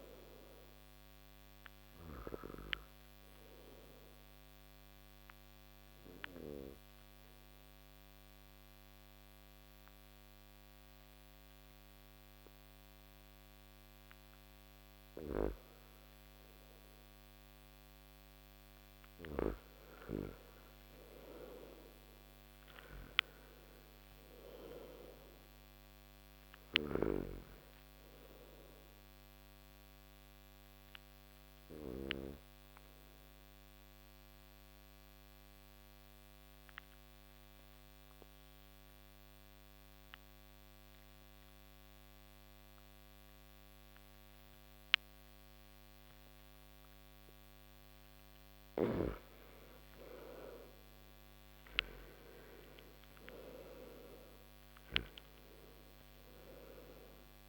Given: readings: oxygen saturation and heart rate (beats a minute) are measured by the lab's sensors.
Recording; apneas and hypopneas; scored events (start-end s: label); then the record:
breathing in sleep by a microphone on the trachea; 2
2.00-15.00 s: obstructive apnea (oxygen 97% before, 87% lowest)
18.50-22.50 s: arousal
26.00-43.00 s: oxygen desaturation (device-marked, oxygen 95% before, 91% lowest)
29.50-47.00 s: obstructive apnea (oxygen 97% before, 87% lowest)
50.00-54.00 s: arousal
55.00-57.49 s: oxygen desaturation (device-marked, oxygen 96% before, 87% lowest)
From the record:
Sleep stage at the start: N2 (light sleep); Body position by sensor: on the back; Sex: male